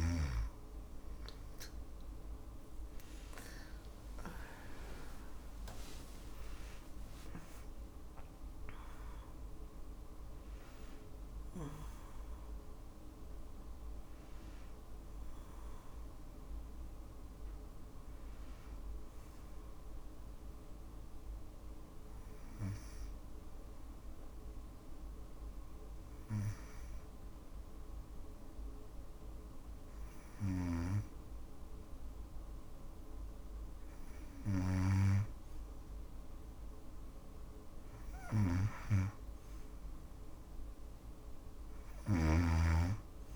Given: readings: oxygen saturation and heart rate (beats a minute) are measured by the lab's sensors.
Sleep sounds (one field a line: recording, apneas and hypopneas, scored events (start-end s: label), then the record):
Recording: breathing in sleep by a room microphone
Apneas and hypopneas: 1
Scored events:
1.00-5.00 s: arousal
20.00-31.50 s: hypopnea (oxygen 95% before, 93% lowest, heart rate 65 before, 57 extreme, up 1 after)
33.50-37.00 s: arousal
37.50-43.36 s: snoring (device-marked)
From the record:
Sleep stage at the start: N2 (light sleep)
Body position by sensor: on the back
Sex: female